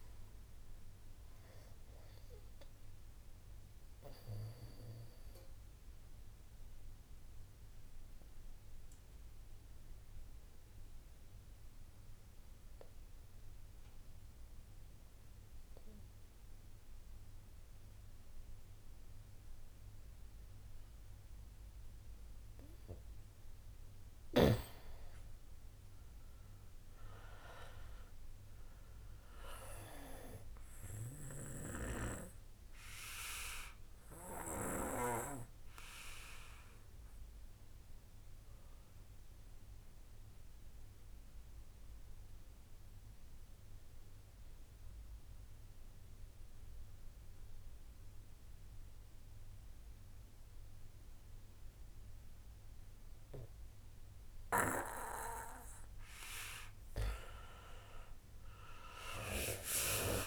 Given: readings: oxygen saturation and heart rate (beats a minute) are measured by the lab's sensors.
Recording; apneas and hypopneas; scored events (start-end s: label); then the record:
breathing in sleep by a room microphone; 2
0.00-16.50 s: oxygen desaturation (device-marked, oxygen 88% lowest)
5.00-22.50 s: obstructive apnea (oxygen 96% before, 88% lowest)
25.50-29.00 s: arousal
30.50-47.50 s: oxygen desaturation (device-marked, oxygen 96% before, 90% lowest)
32.50-54.50 s: obstructive apnea (oxygen 97% before, 89% lowest, heart rate 65 before, 28 extreme, up 0 after)
57.00-60.00 s: arousal
From the record:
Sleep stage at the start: N2 (light sleep); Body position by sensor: on the back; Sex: male